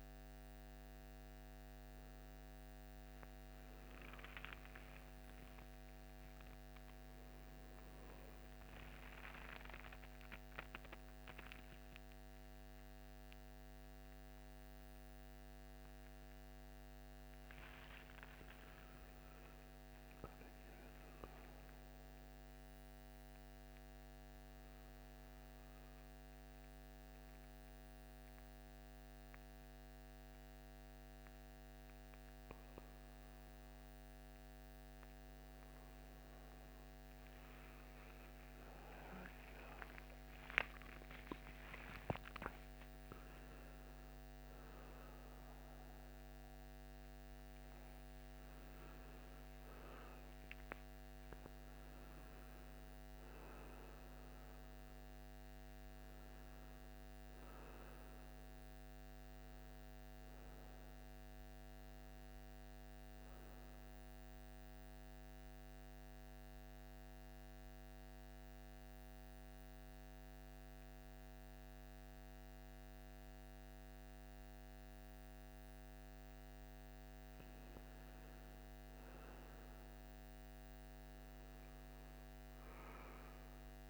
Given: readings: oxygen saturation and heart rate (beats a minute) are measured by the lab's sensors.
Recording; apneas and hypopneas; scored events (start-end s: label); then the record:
a person awake in a sleep study, hard to hear, by a microphone on the trachea; 1
0.00-12.50 s: oxygen desaturation (device-marked, oxygen 88% lowest, heart rate 60 extreme)
51.50-81.50 s: new sleep stage, N1 (lightest sleep)
62.50-76.00 s: central apnea (oxygen 98% before, 93% lowest, heart rate 77 before, 53 extreme, up 8 after)
78.50-82.50 s: arousal
81.50-83.90 s: new sleep stage, N2 (light sleep)
From the record:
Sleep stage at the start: awake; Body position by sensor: on the right side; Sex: male